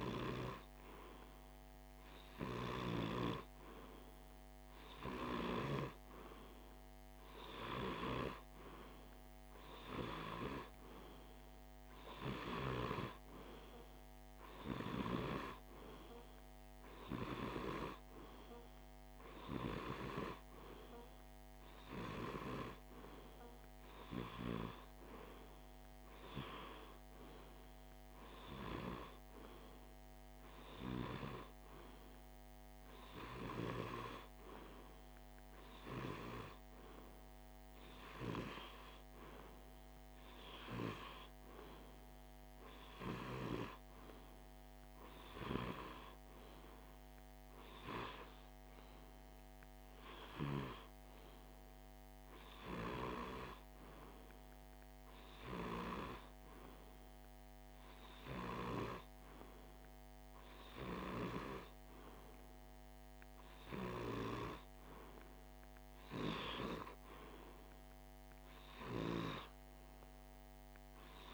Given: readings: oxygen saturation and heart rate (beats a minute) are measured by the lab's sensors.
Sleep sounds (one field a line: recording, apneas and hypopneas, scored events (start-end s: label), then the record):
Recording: breathing in sleep by a microphone on the trachea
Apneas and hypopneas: none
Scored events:
none scored
From the record:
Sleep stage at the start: N2 (light sleep)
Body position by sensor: on the left side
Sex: male